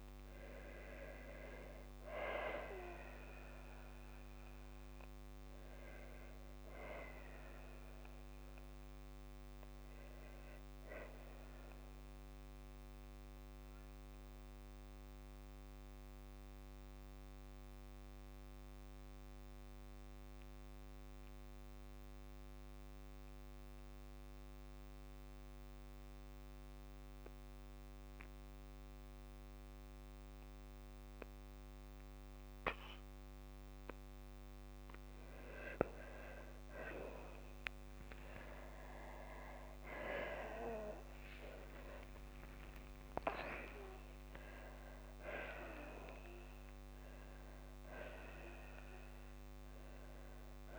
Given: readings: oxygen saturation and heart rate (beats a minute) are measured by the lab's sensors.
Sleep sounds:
breathing in sleep by a microphone on the trachea; 1
8.50-11.50 s: arousal
13.50-33.50 s: hypopnea (oxygen 94% before, 92% lowest, heart rate 60 before, 55 extreme, up 2 after)
38.00-42.50 s: arousal
42.50-44.50 s: long interval between heartbeats (device-marked, heart rate 56 before, 70 extreme)
45.00-47.00 s: long interval between heartbeats (device-marked, heart rate 58 before, 82 extreme)
From the record:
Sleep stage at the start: N2 (light sleep); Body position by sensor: on the back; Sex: female

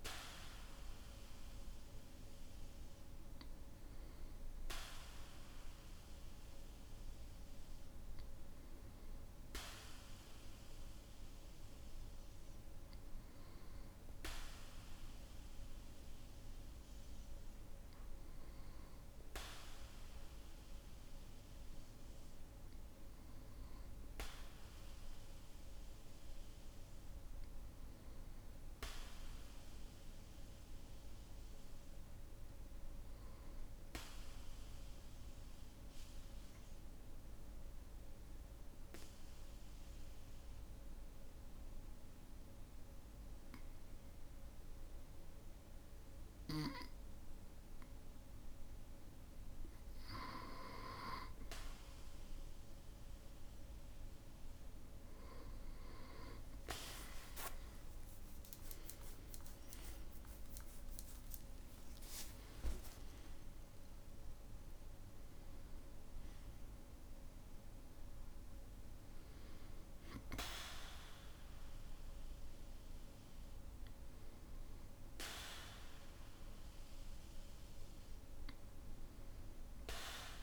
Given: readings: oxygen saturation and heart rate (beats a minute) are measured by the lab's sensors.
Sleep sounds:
breathing in sleep by a room microphone; 1
26.50-31.00 s: arousal
35.00-50.00 s: obstructive apnea (oxygen 99% before, 96% lowest, heart rate 58 before, 56 extreme, up 25 after)
44.50-80.43 s: new sleep stage, N2 (light sleep)
56.50-61.50 s: tachycardia (device-marked, heart rate 63 before, 128 extreme)
58.00-60.00 s: long interval between heartbeats (device-marked, heart rate 59 before, 82 extreme)
58.50-63.50 s: arousal
61.50-63.50 s: long interval between heartbeats (device-marked, heart rate 68 before, 130 extreme)
From the record:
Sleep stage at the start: REM sleep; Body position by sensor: on the back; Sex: male

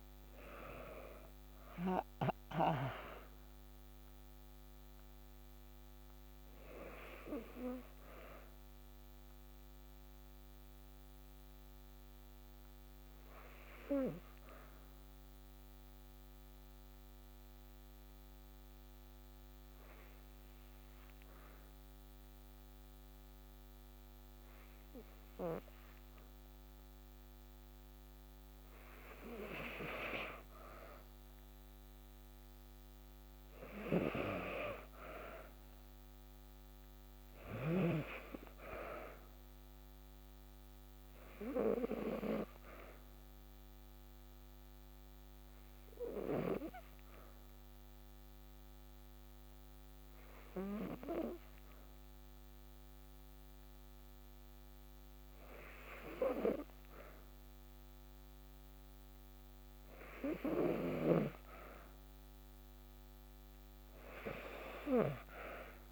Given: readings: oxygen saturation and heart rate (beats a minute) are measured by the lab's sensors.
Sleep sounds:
breathing in sleep by a microphone on the trachea; 2
14.00-27.00 s: obstructive apnea (oxygen 97% before, 94% lowest, heart rate 55 before, 54 extreme, up 1 after)
30.00-34.00 s: arousal
45.00-58.00 s: hypopnea (oxygen 96% before, 94% lowest, heart rate 55 before, 54 extreme, up 1 after)
60.00-64.50 s: arousal
From the record:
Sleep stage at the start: N2 (light sleep); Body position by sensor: on the back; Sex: female

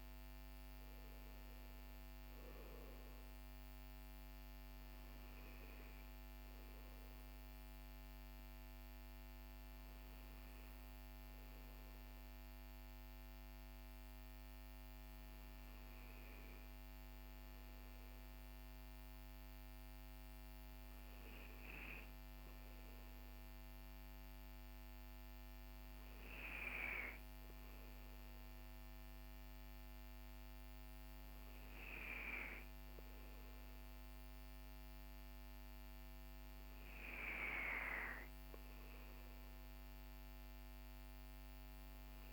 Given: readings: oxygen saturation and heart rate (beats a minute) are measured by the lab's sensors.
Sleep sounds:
breathing in sleep by a microphone on the trachea; none
none scored
From the record:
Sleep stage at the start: N2 (light sleep); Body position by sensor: on the back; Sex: male

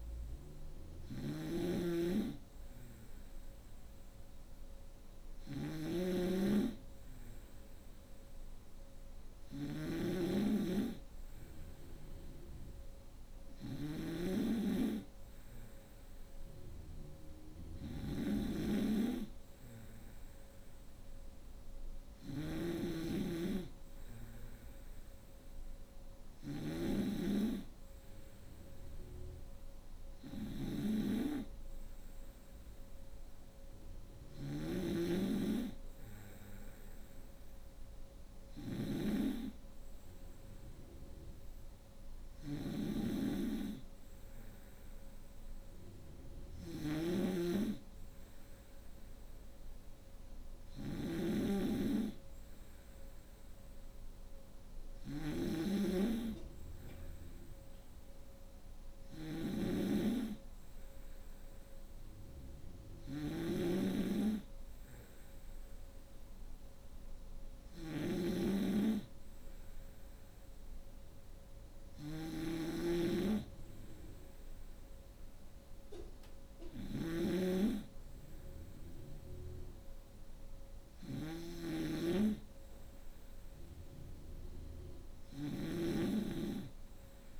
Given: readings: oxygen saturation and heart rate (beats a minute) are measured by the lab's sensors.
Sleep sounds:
breathing in sleep by a room microphone; none
0.00-87.40 s: snoring (device-marked)
From the record:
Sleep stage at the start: N2 (light sleep); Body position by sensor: on the right side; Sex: female

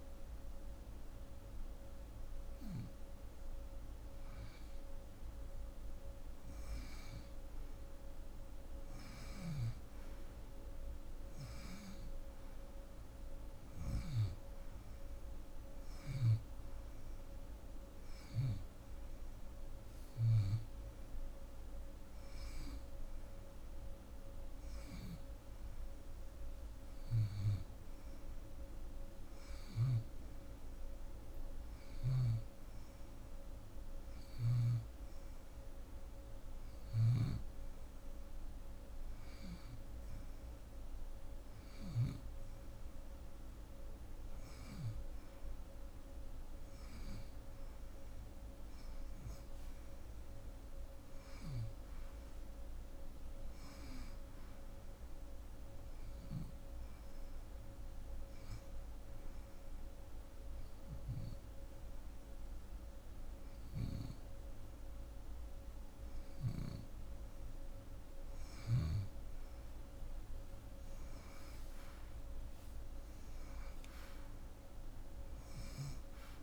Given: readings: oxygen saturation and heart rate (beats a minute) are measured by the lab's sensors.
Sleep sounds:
breathing in sleep by a room microphone; 1
8.50-13.50 s: snoring (device-marked)
13.50-25.50 s: oxygen desaturation (device-marked, oxygen 93% before, 89% lowest)
15.50-20.00 s: snoring (device-marked)
29.50-76.43 s: new sleep stage, N2 (light sleep)
31.50-41.50 s: snoring (device-marked)
58.50-68.50 s: hypopnea (oxygen 91% before, 88% lowest)
71.00-75.00 s: arousal
From the record:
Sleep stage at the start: N1 (lightest sleep); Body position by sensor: on the left side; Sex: female

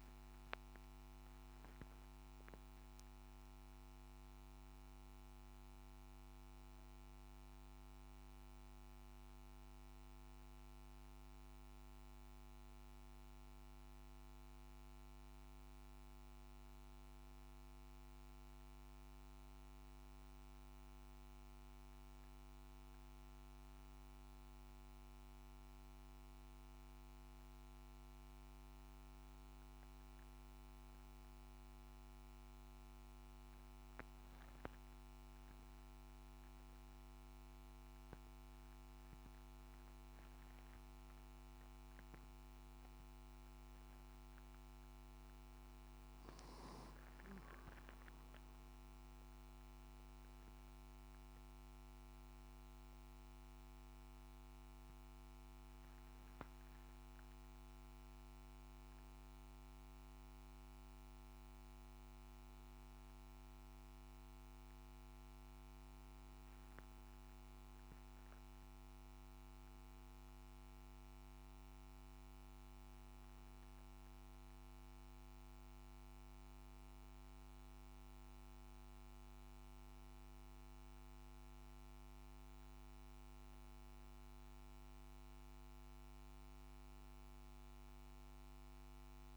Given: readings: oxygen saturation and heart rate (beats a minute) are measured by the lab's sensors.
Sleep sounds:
breathing in sleep, hard to hear, by a microphone on the trachea; none
0.50-4.50 s: arousal
48.00-52.00 s: arousal
77.00-89.37 s: new sleep stage, N2 (light sleep)
From the record:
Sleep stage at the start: N1 (lightest sleep); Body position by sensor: on the back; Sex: male

